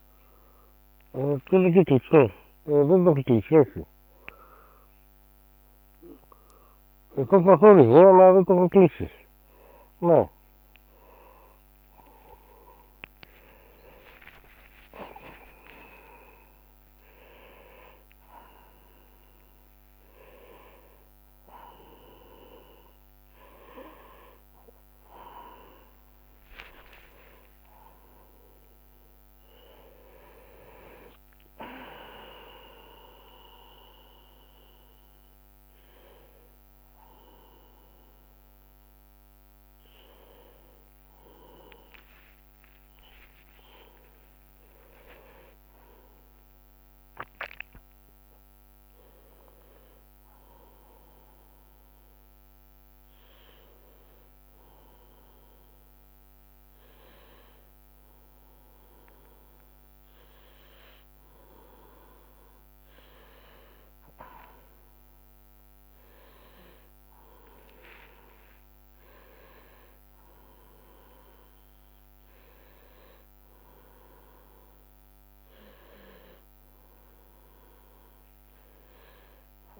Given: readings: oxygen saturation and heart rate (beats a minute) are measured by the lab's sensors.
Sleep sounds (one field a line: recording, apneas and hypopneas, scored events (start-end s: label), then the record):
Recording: a person awake in a sleep study, by a microphone on the trachea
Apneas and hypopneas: none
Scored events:
2.00-8.00 s: snoring (device-marked)
16.00-18.00 s: long interval between heartbeats (device-marked, heart rate 61 before, 96 extreme)
25.50-27.50 s: long interval between heartbeats (device-marked, heart rate 81 before, 84 extreme)
65.00-67.00 s: long interval between heartbeats (device-marked, heart rate 72 before, 80 extreme)
77.00-79.00 s: long interval between heartbeats (device-marked, heart rate 75 before, 80 extreme)
From the record:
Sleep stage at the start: awake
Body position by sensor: on the right side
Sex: male